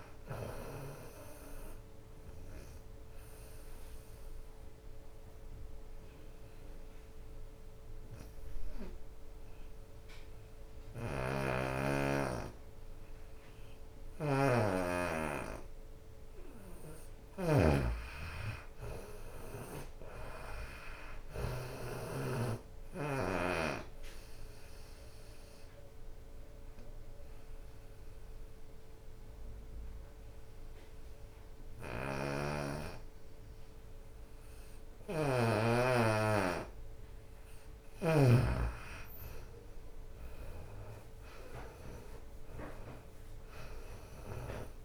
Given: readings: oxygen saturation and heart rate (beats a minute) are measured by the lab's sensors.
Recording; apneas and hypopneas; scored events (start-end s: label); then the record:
breathing in sleep by a room microphone; 2
0.00-4.50 s: drop in pulse transit time (device-marked, heart rate 61 extreme)
0.00-13.50 s: oxygen desaturation (device-marked, oxygen 84% lowest, heart rate 46 extreme)
0.50-2.50 s: long interval between heartbeats (device-marked, heart rate 69 before, 64 extreme)
3.00-16.50 s: obstructive apnea (oxygen 94% before, 82% lowest, heart rate 71 before, 46 extreme, up 7 after)
3.50-5.50 s: bradycardia (device-marked, heart rate 80 before, 61 extreme)
16.50-22.50 s: bradycardia (device-marked, heart rate 80 before, 47 extreme)
16.50-26.50 s: drop in pulse transit time (device-marked, heart rate 69 before, 46 extreme)
17.50-19.50 s: long interval between heartbeats (device-marked, heart rate 68 before, 70 extreme)
18.00-21.50 s: arousal
20.50-22.50 s: long interval between heartbeats (device-marked, heart rate 67 before, 47 extreme)
22.50-37.50 s: oxygen desaturation (device-marked, oxygen 94% before, 84% lowest, heart rate 65 before, 52 extreme)
23.00-25.00 s: long interval between heartbeats (device-marked, heart rate 65 before, 46 extreme)
24.50-30.50 s: bradycardia (device-marked, heart rate 79 before, 49 extreme)
25.00-37.50 s: obstructive apnea (oxygen 94% before, 82% lowest, heart rate 64 before, 55 extreme, up 25 after)
26.00-28.00 s: long interval between heartbeats (device-marked, heart rate 63 before, 60 extreme)
36.00-38.00 s: long interval between heartbeats (device-marked, heart rate 58 before, 68 extreme)
38.00-40.00 s: long interval between heartbeats (device-marked, heart rate 58 before, 64 extreme)
39.00-43.00 s: arousal
39.50-44.85 s: drop in pulse transit time (device-marked, heart rate 57 before, 56 extreme)
39.50-44.85 s: oxygen desaturation (device-marked, oxygen 92% before, 82% lowest, heart rate 57 before, 55 extreme)
From the record:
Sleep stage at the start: N2 (light sleep); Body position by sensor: on the right side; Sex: female